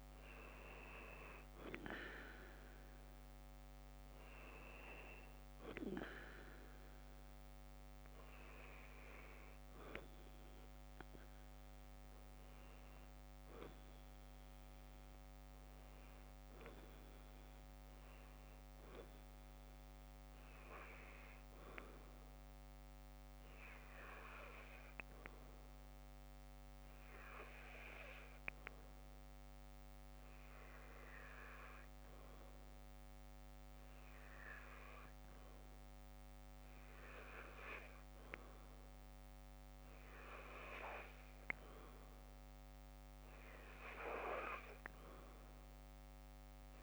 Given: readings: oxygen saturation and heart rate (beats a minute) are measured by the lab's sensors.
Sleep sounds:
breathing in sleep by a microphone on the trachea; none
0.00-1.00 s: oxygen desaturation (device-marked, oxygen 86% lowest, heart rate 55 extreme)
From the record:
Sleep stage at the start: N2 (light sleep); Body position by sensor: on the left side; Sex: female

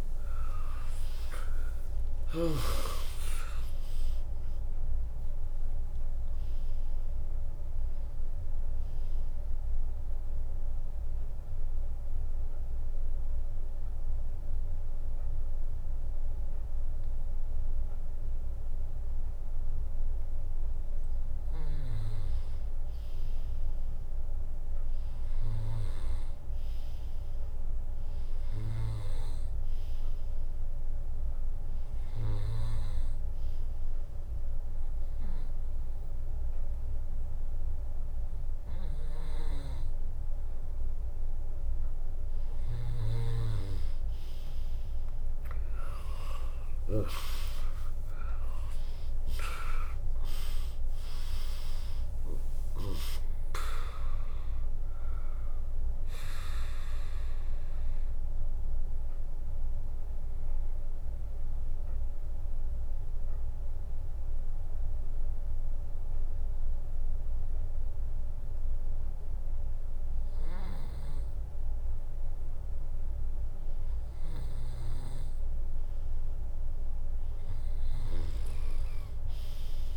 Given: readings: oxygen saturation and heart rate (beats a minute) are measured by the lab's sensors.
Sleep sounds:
breathing in sleep by a room microphone; 3
0.00-2.50 s: snoring (device-marked)
0.00-4.00 s: arousal
2.50-16.50 s: drop in pulse transit time (device-marked, heart rate 69 before, 70 extreme)
3.50-16.50 s: oxygen desaturation (device-marked, oxygen 100% before, 96% lowest, heart rate 68 before, 57 extreme)
9.50-22.00 s: mixed apnea (oxygen 100% before, 95% lowest, heart rate 69 before, 57 extreme)
20.50-29.50 s: bradycardia (device-marked, heart rate 77 before, 57 extreme)
23.50-27.50 s: arousal
32.50-42.50 s: hypopnea (oxygen 100% before, 95% lowest, heart rate 70 before, 65 extreme, up 16 after)
45.50-50.00 s: arousal
46.50-62.50 s: drop in pulse transit time (device-marked, heart rate 65 before, 72 extreme)
58.00-72.50 s: mixed apnea (oxygen 100% before, 95% lowest, heart rate 78 before, 57 extreme)
74.50-77.50 s: bradycardia (device-marked, heart rate 76 before, 60 extreme)
76.50-79.97 s: arousal
From the record:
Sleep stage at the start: N2 (light sleep); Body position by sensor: on the right side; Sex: female

